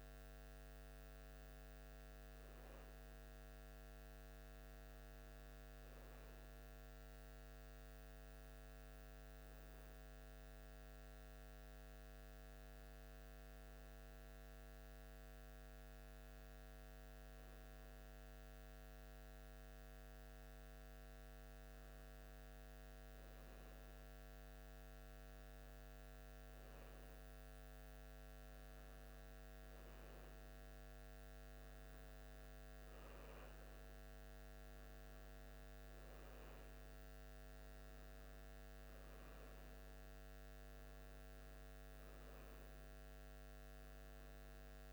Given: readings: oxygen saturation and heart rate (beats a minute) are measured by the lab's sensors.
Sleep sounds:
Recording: breathing in sleep, hard to hear, by a microphone on the trachea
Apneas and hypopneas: 1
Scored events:
5.00-20.00 s: hypopnea (oxygen 94% before, 92% lowest, heart rate 77 before, 74 extreme, up 1 after)
23.50-28.50 s: arousal
From the record:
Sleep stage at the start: N1 (lightest sleep)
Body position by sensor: on the back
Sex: male

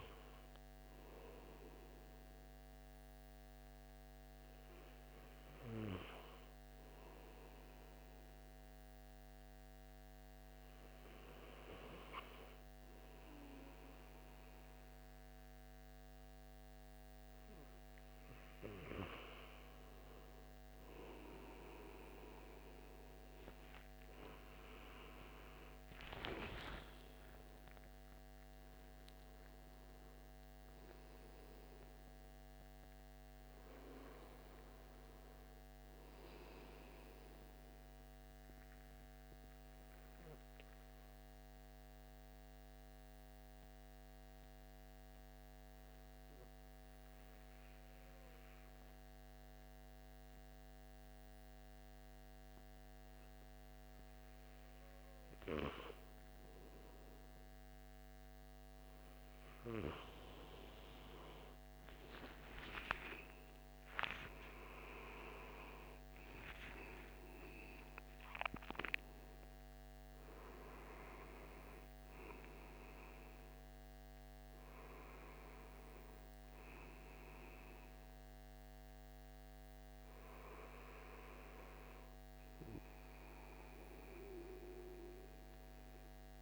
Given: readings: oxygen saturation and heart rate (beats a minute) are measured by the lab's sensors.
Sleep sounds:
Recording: breathing in sleep by a microphone on the trachea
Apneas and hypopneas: 2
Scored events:
8.50-19.50 s: hypopnea (oxygen 98% before, 93% lowest, heart rate 170 before, 89 extreme)
9.50-86.41 s: new sleep stage, N2 (light sleep)
24.50-28.50 s: arousal
38.50-55.50 s: obstructive apnea (oxygen 97% before, 93% lowest, heart rate 123 before, 64 extreme)
62.50-67.50 s: arousal
63.50-81.50 s: oxygen desaturation (device-marked, oxygen 97% before, 93% lowest, heart rate 110 before, 49 extreme)
From the record:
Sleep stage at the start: N1 (lightest sleep)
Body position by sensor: on the back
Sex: male

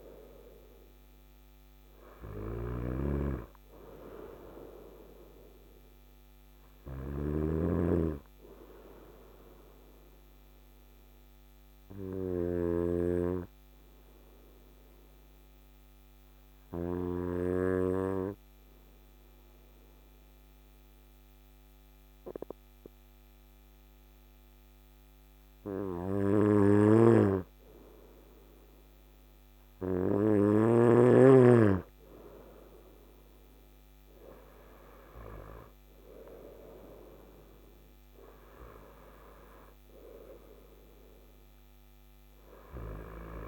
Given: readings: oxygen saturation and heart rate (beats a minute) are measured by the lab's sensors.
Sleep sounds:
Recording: breathing in sleep by a microphone on the trachea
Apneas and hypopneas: 1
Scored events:
0.00-3.00 s: oxygen desaturation (device-marked, oxygen 94% lowest, heart rate 54 extreme)
0.00-17.00 s: snoring (device-marked)
7.50-28.50 s: obstructive apnea (oxygen 98% before, 94% lowest, heart rate 62 before, 54 extreme, up 6 after)
26.00-30.50 s: snoring (device-marked)
31.50-37.00 s: arousal
From the record:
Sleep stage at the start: N2 (light sleep)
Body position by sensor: on the front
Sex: male

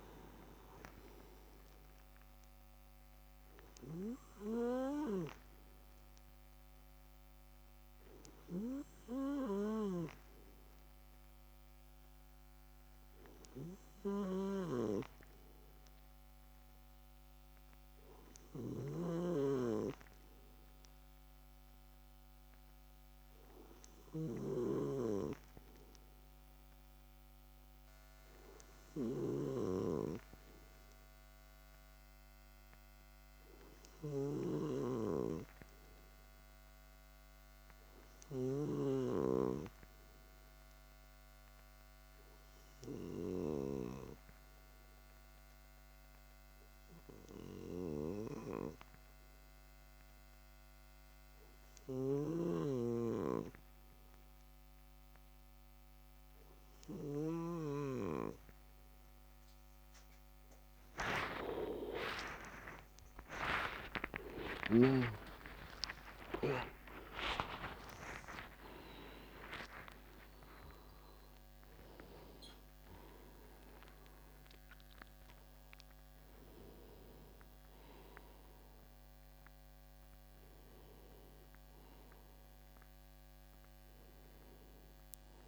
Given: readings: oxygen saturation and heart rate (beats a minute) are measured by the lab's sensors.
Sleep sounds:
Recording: breathing in sleep by a microphone on the trachea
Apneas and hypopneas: 1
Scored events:
14.00-43.50 s: snoring (device-marked)
40.00-57.50 s: hypopnea (oxygen 98% before, 95% lowest)
52.00-57.50 s: snoring (device-marked)
62.00-68.00 s: arousal
70.50-85.48 s: new sleep stage, N1 (lightest sleep)
From the record:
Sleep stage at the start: N2 (light sleep)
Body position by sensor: on the left side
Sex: male

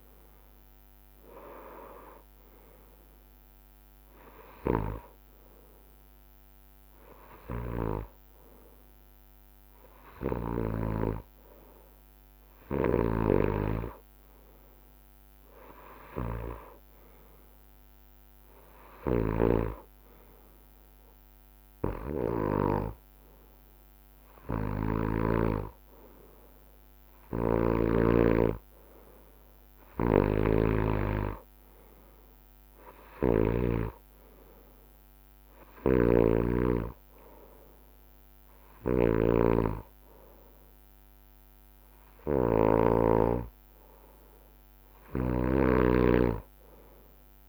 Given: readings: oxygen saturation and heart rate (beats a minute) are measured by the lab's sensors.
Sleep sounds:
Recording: breathing in sleep by a microphone on the trachea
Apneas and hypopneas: none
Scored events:
36.00-39.50 s: snoring (device-marked)
45.50-47.49 s: snoring (device-marked)
From the record:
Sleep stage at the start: N2 (light sleep)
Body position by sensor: on the right side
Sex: male

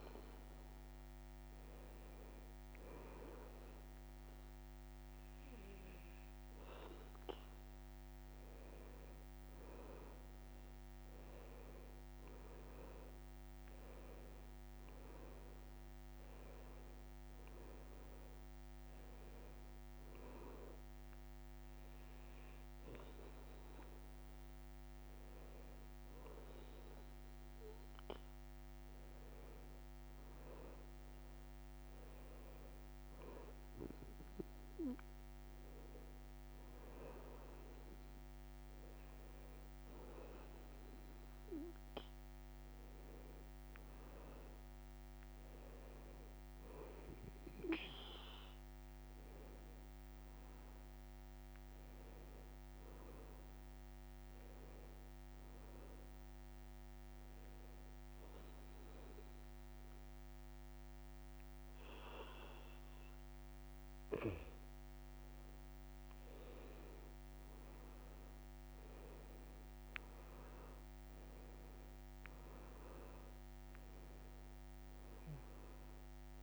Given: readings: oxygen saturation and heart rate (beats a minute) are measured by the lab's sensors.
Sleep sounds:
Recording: breathing in sleep by a microphone on the trachea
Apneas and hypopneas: 1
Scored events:
49.00-53.00 s: arousal
55.50-65.50 s: hypopnea (oxygen 93% before, 89% lowest, heart rate 120 before, 76 extreme)
67.50-71.00 s: arousal
From the record:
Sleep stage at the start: N2 (light sleep)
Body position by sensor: on the back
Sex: male

